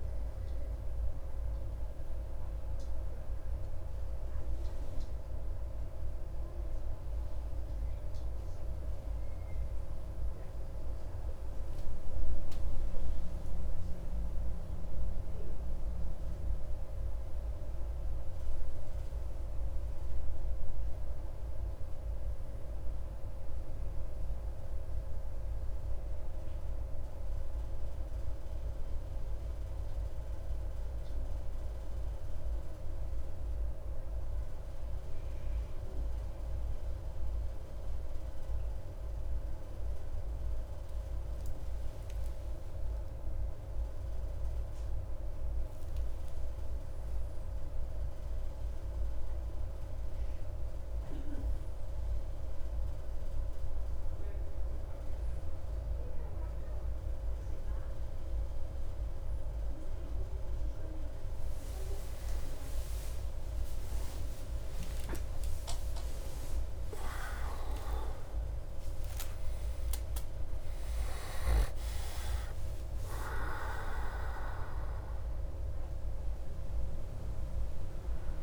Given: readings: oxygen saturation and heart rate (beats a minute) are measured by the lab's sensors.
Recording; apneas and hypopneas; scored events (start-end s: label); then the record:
breathing in sleep by a room microphone; none
47.50-77.50 s: new sleep stage, N1 (lightest sleep)
65.00-73.00 s: arousal
77.50-78.43 s: new sleep stage, N2 (light sleep)
From the record:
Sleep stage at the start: N2 (light sleep); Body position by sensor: on the back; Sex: male